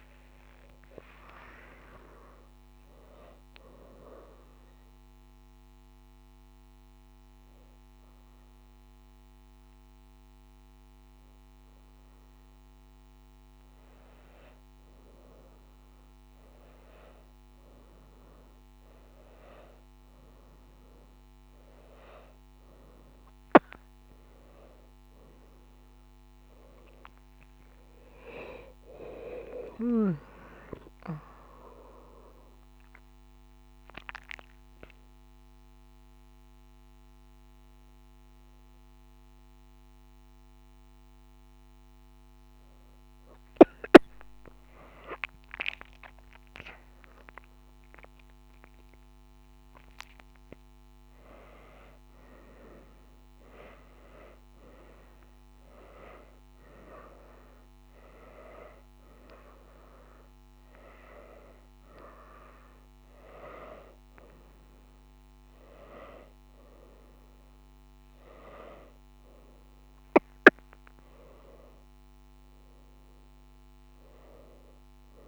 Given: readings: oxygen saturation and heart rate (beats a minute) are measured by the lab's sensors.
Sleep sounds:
a person awake in a sleep study, by a microphone on the trachea; none
19.00-30.00 s: oxygen desaturation (device-marked, oxygen 99% before, 94% lowest, heart rate 97 before, 95 extreme)
52.00-60.00 s: oxygen desaturation (device-marked, oxygen 98% before, 94% lowest, heart rate 97 before, 95 extreme)
From the record:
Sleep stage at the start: awake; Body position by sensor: on the right side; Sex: female

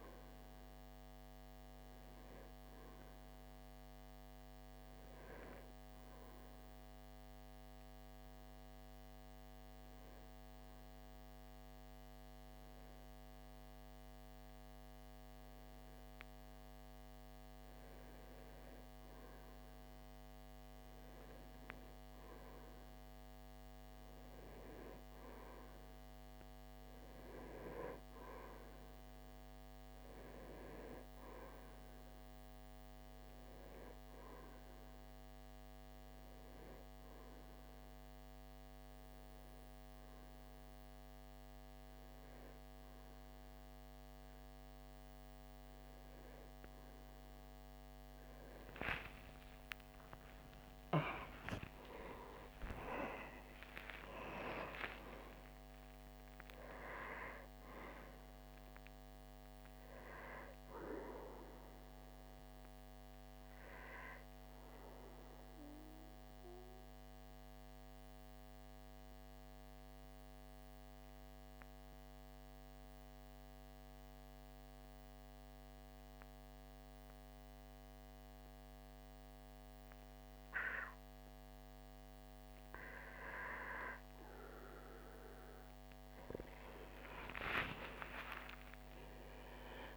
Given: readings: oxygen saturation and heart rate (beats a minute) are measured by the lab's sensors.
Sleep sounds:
breathing in sleep by a microphone on the trachea; 3
4.00-15.50 s: hypopnea (oxygen 94% before, 91% lowest)
20.50-25.00 s: arousal
34.50-45.00 s: hypopnea (oxygen 93% before, 90% lowest)
48.00-52.50 s: arousal
58.50-69.50 s: oxygen desaturation (device-marked, oxygen 96% before, 91% lowest)
64.50-80.00 s: central apnea (oxygen 96% before, 90% lowest)
83.50-87.00 s: arousal
85.50-89.97 s: oxygen desaturation (device-marked, oxygen 96% before, 90% lowest)
From the record:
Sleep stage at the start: N2 (light sleep); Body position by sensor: on the back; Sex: male

